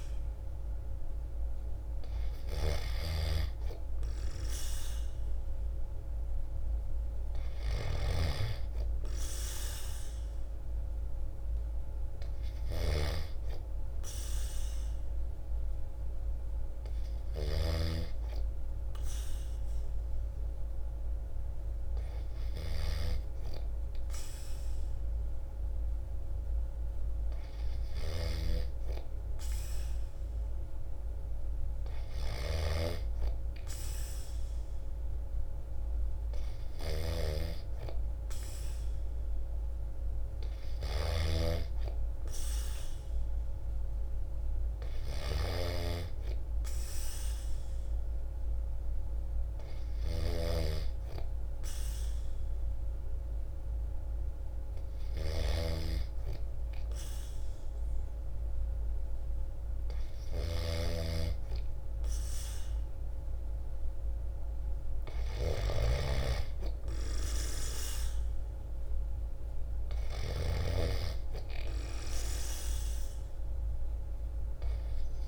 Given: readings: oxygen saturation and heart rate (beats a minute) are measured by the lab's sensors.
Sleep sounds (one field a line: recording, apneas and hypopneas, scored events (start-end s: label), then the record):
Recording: breathing in sleep by a room microphone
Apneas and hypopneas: none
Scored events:
7.00-17.00 s: snoring (device-marked)
31.50-75.00 s: snoring (device-marked)
From the record:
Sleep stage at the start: N2 (light sleep)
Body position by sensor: on the right side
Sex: male